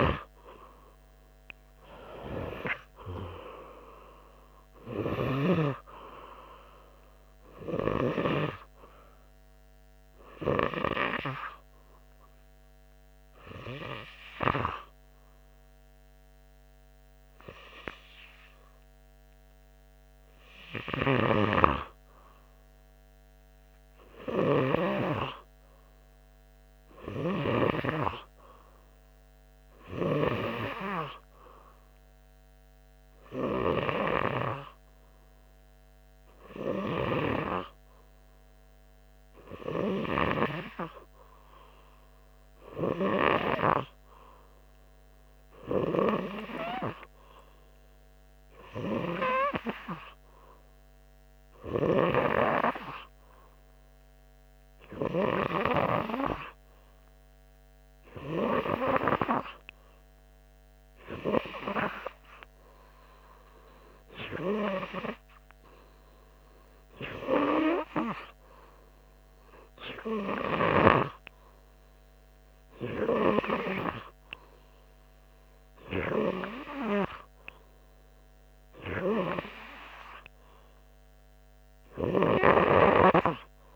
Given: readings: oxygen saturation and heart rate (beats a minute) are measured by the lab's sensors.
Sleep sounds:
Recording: breathing in sleep by a microphone on the trachea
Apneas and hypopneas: 1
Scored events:
12.00-22.00 s: hypopnea (oxygen 96% before, 94% lowest, heart rate 94 before, 91 extreme, up 4 after)
23.50-28.00 s: arousal
From the record:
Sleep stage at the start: N2 (light sleep)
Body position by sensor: on the front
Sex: male

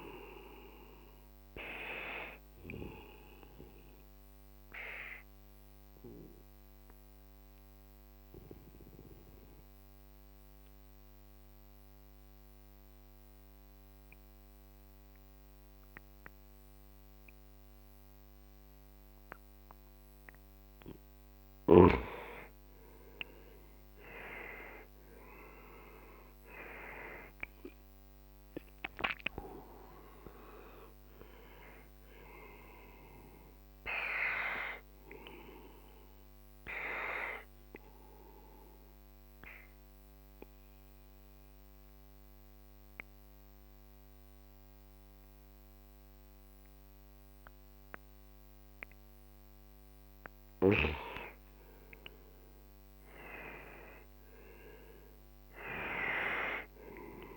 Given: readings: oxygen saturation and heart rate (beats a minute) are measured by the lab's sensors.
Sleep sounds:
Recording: breathing in sleep by a microphone on the trachea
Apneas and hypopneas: 2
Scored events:
0.00-11.50 s: oxygen desaturation (device-marked, oxygen 91% lowest, heart rate 48 extreme)
6.00-20.50 s: obstructive apnea (oxygen 97% before, 91% lowest, heart rate 57 before, 46 extreme, up 13 after)
23.00-28.00 s: arousal
24.50-46.50 s: oxygen desaturation (device-marked, oxygen 96% before, 91% lowest, heart rate 52 before, 46 extreme)
38.00-50.00 s: obstructive apnea (oxygen 96% before, 90% lowest, heart rate 59 before, 49 extreme, up 15 after)
52.00-57.00 s: arousal
From the record:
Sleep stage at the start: N2 (light sleep)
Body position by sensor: on the right side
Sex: male

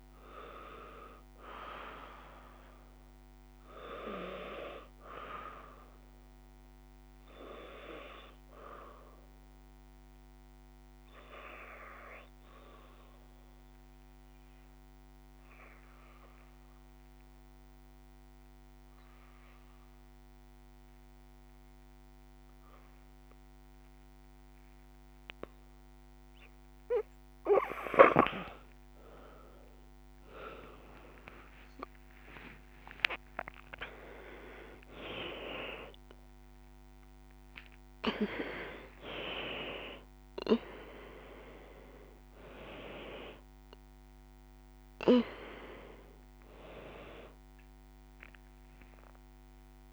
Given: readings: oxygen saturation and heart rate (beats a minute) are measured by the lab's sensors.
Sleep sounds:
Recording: breathing in sleep by a microphone on the trachea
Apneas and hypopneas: 1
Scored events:
0.00-19.50 s: oxygen desaturation (device-marked, oxygen 88% lowest, heart rate 54 extreme)
6.00-25.50 s: obstructive apnea (oxygen 95% before, 80% lowest, heart rate 63 before, 56 extreme, up 52 after)
28.00-33.00 s: arousal
28.50-49.93 s: oxygen desaturation (device-marked, oxygen 96% before, 80% lowest, heart rate 56 before, 57 extreme)
47.50-49.93 s: new sleep stage, N1 (lightest sleep)
48.00-49.93 s: arousal
From the record:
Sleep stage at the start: N2 (light sleep)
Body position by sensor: on the back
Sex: female

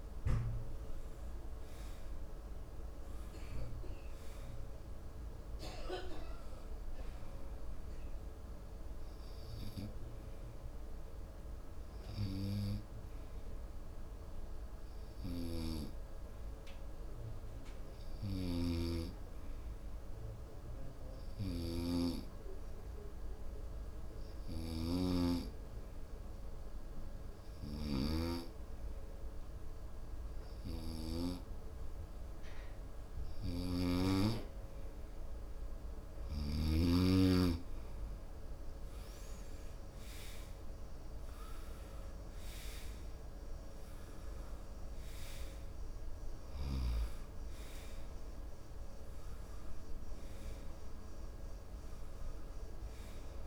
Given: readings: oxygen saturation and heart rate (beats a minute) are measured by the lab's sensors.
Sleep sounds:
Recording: breathing in sleep by a room microphone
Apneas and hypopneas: 1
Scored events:
11.00-37.00 s: hypopnea (oxygen 93% before, 90% lowest)
39.50-43.50 s: arousal
42.50-53.47 s: oxygen desaturation (device-marked, oxygen 97% before, 90% lowest)
From the record:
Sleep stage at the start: N2 (light sleep)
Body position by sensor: on the right side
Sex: male

